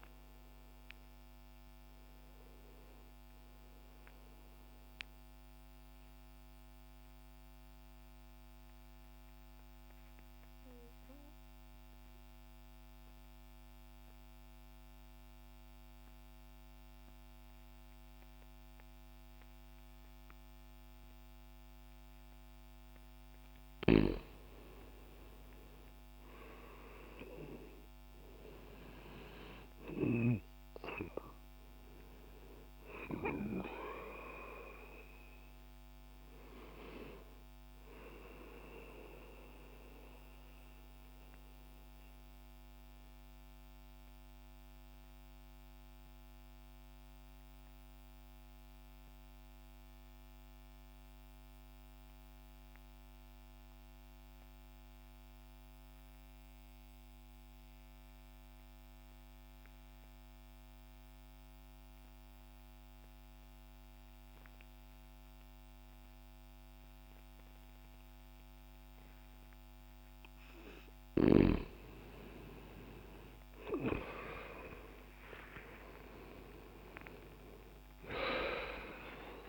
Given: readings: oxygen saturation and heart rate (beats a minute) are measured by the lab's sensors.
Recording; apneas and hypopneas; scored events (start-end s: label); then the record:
breathing in sleep by a microphone on the trachea; 2
2.50-15.50 s: oxygen desaturation (device-marked, oxygen 94% before, 84% lowest, heart rate 76 before, 60 extreme)
4.50-23.50 s: mixed apnea (oxygen 97% before, 84% lowest, heart rate 76 before, 60 extreme, up 0 after)
23.50-27.00 s: arousal
27.50-53.50 s: oxygen desaturation (device-marked, oxygen 99% before, 86% lowest, heart rate 60 before, 60 extreme)
40.00-69.00 s: mixed apnea (oxygen 99% before, 84% lowest, heart rate 60 before, 60 extreme, up 20 after)
65.50-79.49 s: oxygen desaturation (device-marked, oxygen 97% before, 85% lowest, heart rate 60 before, 60 extreme)
72.00-77.00 s: arousal
From the record:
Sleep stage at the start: N2 (light sleep); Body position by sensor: on the back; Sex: male